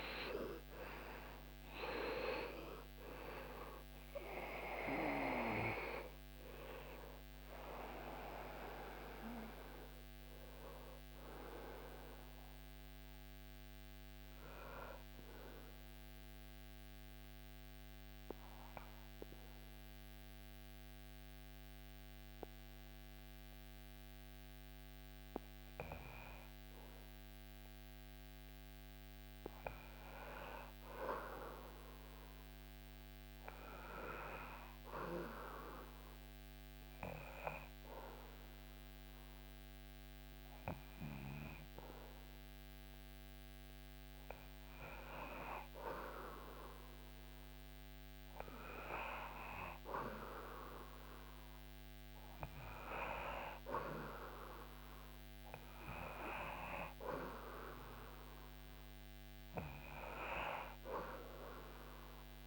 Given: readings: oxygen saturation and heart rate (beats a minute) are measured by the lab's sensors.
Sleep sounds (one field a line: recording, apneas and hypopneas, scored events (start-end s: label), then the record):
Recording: breathing in sleep by a microphone on the trachea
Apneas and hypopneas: 1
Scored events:
0.00-3.00 s: arousal
0.00-24.50 s: oxygen desaturation (device-marked, oxygen 84% lowest, heart rate 77 extreme)
15.00-28.50 s: obstructive apnea (oxygen 96% before, 84% lowest, heart rate 79 before, 77 extreme, up 0 after)
31.00-35.00 s: arousal
54.50-62.47 s: oxygen desaturation (device-marked, oxygen 97% before, 93% lowest, heart rate 79 before, 68 extreme)
From the record:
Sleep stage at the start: REM sleep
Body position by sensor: on the back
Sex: male